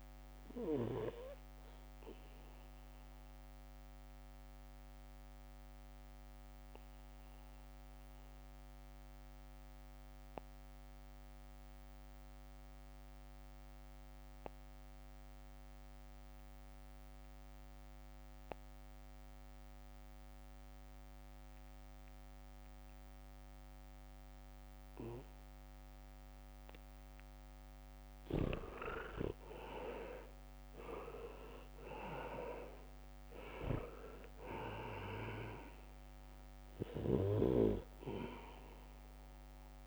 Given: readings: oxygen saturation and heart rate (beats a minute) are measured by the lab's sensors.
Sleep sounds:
breathing in sleep by a microphone on the trachea; 1
0.00-17.00 s: oxygen desaturation (device-marked, oxygen 78% lowest, heart rate 65 extreme)
1.00-27.50 s: mixed apnea (oxygen 99% before, 76% lowest, heart rate 69 before, 65 extreme)
25.00-39.87 s: oxygen desaturation (device-marked, oxygen 99% before, 76% lowest, heart rate 72 before, 62 extreme)
28.50-36.50 s: leg movement (device-marked)
29.50-33.00 s: arousal
37.00-39.87 s: leg movement (device-marked)
From the record:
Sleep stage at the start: N2 (light sleep); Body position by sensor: on the back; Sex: male

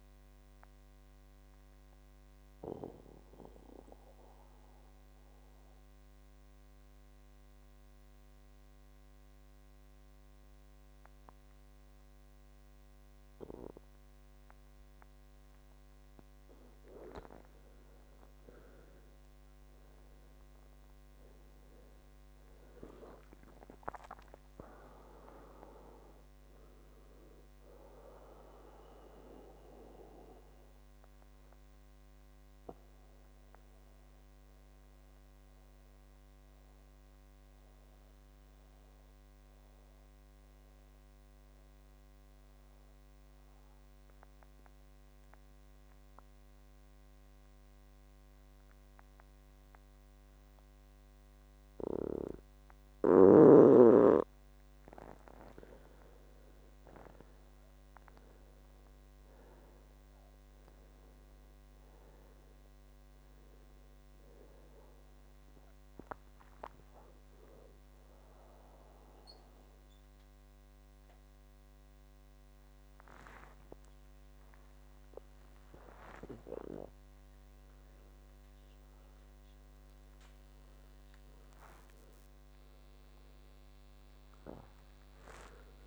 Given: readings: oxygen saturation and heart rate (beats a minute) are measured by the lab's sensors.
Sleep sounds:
breathing in sleep by a microphone on the trachea; 2
0.50-16.50 s: mixed apnea (oxygen 98% before, 92% lowest, heart rate 68 before, 62 extreme, up 10 after)
17.00-20.50 s: arousal
23.50-39.50 s: oxygen desaturation (device-marked, oxygen 97% before, 93% lowest, heart rate 69 before, 62 extreme)
30.50-51.50 s: mixed apnea (oxygen 97% before, 92% lowest, heart rate 73 before, 62 extreme, up 12 after)
53.50-55.50 s: arousal
60.50-75.50 s: oxygen desaturation (device-marked, oxygen 97% before, 92% lowest, heart rate 65 before, 67 extreme)
76.50-85.87 s: new sleep stage, awake
From the record:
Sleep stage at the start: N2 (light sleep); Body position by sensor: on the back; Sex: male

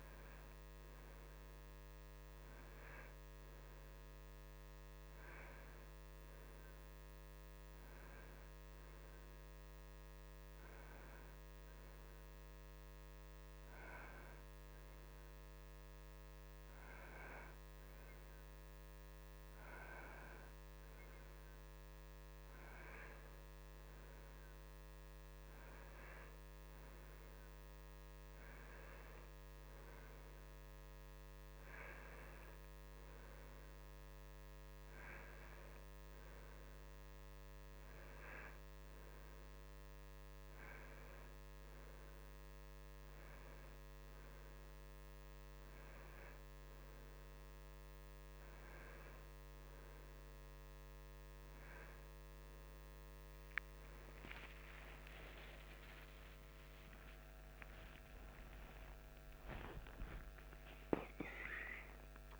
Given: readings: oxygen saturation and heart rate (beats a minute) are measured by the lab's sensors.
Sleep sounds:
breathing in sleep by a microphone on the trachea; none
53.00-59.50 s: arousal
From the record:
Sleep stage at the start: N2 (light sleep); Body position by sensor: on the right side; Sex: male

